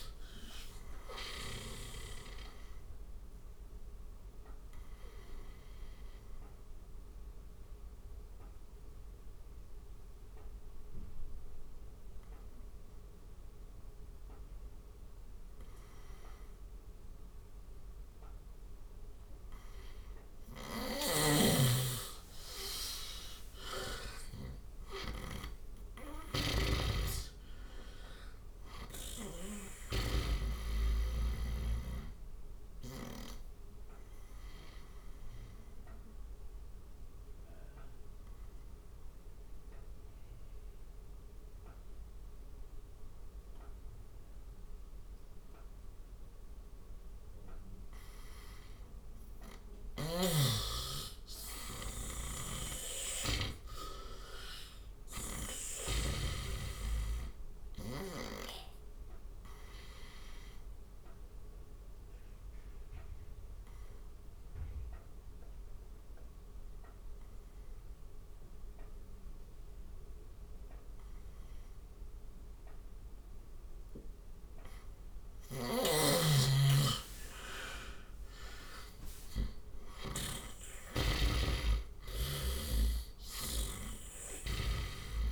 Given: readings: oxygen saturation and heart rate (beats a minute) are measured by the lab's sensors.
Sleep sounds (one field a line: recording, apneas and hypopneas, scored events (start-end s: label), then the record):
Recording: breathing in sleep by a room microphone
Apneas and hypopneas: 3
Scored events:
0.00-22.50 s: oxygen desaturation (device-marked, oxygen 88% lowest, heart rate 70 extreme)
2.50-19.50 s: obstructive apnea (oxygen 97% before, 87% lowest, heart rate 76 before, 71 extreme, up 9 after)
20.00-24.00 s: snoring (device-marked)
22.00-25.50 s: arousal
33.00-48.00 s: obstructive apnea (oxygen 97% before, 87% lowest, heart rate 76 before, 70 extreme, up 8 after)
42.50-52.50 s: oxygen desaturation (device-marked, oxygen 95% before, 87% lowest, heart rate 78 before, 71 extreme)
51.50-55.00 s: snoring (device-marked)
52.50-56.50 s: arousal
58.50-82.50 s: oxygen desaturation (device-marked, oxygen 99% before, 89% lowest, heart rate 74 before, 69 extreme)
59.50-73.00 s: obstructive apnea (oxygen 99% before, 87% lowest, heart rate 74 before, 69 extreme, up 10 after)
75.00-80.00 s: snoring (device-marked)
76.50-81.00 s: arousal
From the record:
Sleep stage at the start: N2 (light sleep)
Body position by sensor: on the right side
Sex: male